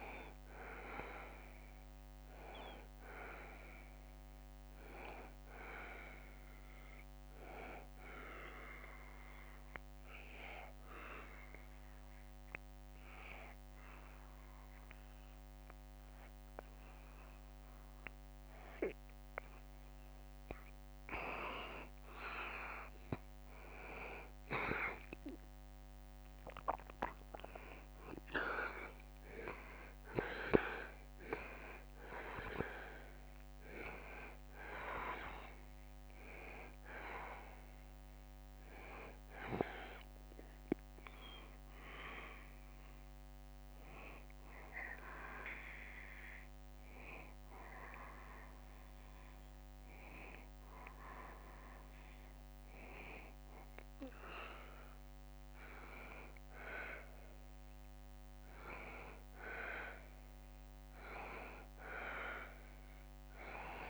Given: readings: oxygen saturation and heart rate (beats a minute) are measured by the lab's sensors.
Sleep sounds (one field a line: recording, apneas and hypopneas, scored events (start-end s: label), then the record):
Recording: breathing in sleep by a microphone on the trachea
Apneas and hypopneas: 1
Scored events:
0.00-11.50 s: oxygen desaturation (device-marked, oxygen 90% lowest, heart rate 71 extreme)
5.50-19.50 s: obstructive apnea (oxygen 94% before, 89% lowest, heart rate 74 before, 71 extreme, up 1 after)
23.00-26.50 s: arousal
28.50-51.50 s: oxygen desaturation (device-marked, oxygen 94% before, 89% lowest, heart rate 72 before, 72 extreme)
54.00-58.00 s: arousal
From the record:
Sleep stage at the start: N2 (light sleep)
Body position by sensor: on the back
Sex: male